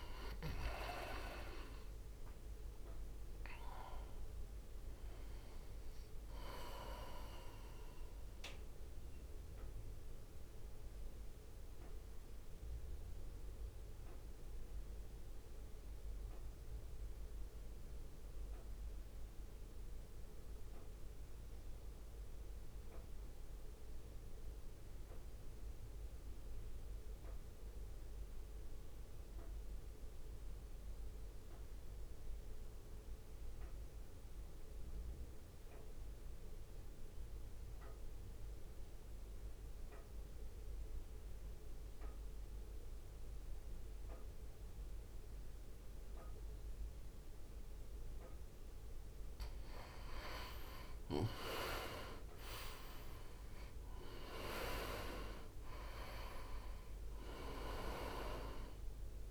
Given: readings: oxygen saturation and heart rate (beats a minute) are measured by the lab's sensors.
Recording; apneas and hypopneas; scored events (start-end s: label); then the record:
breathing in sleep by a room microphone; 1
0.00-1.00 s: arousal
0.00-8.50 s: oxygen desaturation (device-marked, oxygen 88% lowest, heart rate 52 extreme)
0.00-12.50 s: drop in pulse transit time (device-marked, heart rate 54 extreme)
10.00-48.00 s: mixed apnea (oxygen 99% before, 84% lowest, heart rate 61 before, 53 extreme, up 9 after)
18.50-30.50 s: oxygen desaturation (device-marked, oxygen 90% before, 86% lowest, heart rate 59 before, 54 extreme)
44.50-59.31 s: oxygen desaturation (device-marked, oxygen 98% before, 90% lowest, heart rate 63 before, 54 extreme)
50.50-59.31 s: drop in pulse transit time (device-marked, heart rate 60 before, 54 extreme)
52.50-55.00 s: arousal
55.50-59.31 s: new sleep stage, REM sleep
From the record:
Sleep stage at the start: N2 (light sleep); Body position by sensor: on the right side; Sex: male